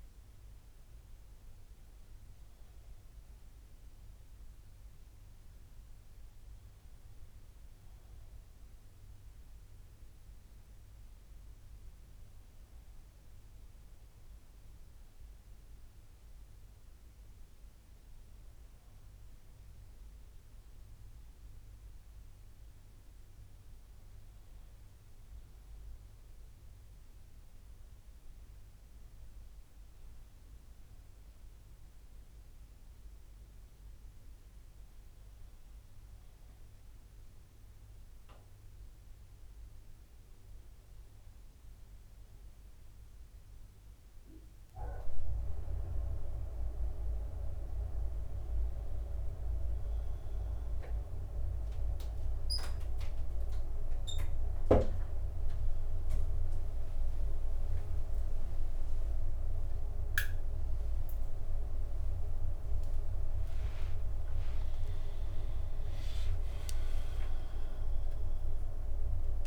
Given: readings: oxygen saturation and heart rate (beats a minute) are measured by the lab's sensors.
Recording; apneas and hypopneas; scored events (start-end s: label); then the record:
breathing in sleep by a room microphone; none
65.50-69.47 s: new sleep stage, awake
67.50-69.47 s: long interval between heartbeats (device-marked, heart rate 62 before, 88 extreme)
From the record:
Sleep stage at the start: REM sleep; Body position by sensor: on the back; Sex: male